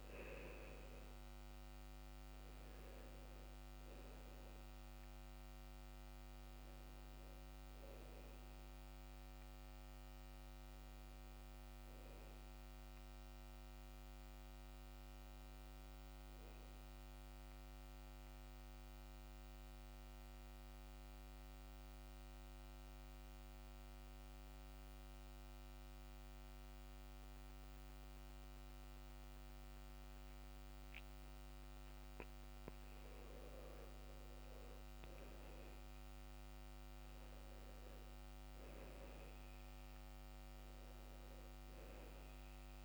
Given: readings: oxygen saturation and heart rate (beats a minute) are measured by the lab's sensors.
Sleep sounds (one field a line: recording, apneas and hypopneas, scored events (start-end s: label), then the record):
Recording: breathing in sleep, hard to hear, by a microphone on the trachea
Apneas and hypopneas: 1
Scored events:
3.00-22.00 s: oxygen desaturation (device-marked, oxygen 95% before, 90% lowest, heart rate 71 before, 61 extreme)
17.50-33.00 s: mixed apnea (oxygen 95% before, 90% lowest, heart rate 69 before, 61 extreme, up 9 after)
35.00-38.50 s: arousal
39.00-42.85 s: oxygen desaturation (device-marked, oxygen 97% before, 91% lowest, heart rate 64 before, 64 extreme)
From the record:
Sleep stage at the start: N2 (light sleep)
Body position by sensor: on the back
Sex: male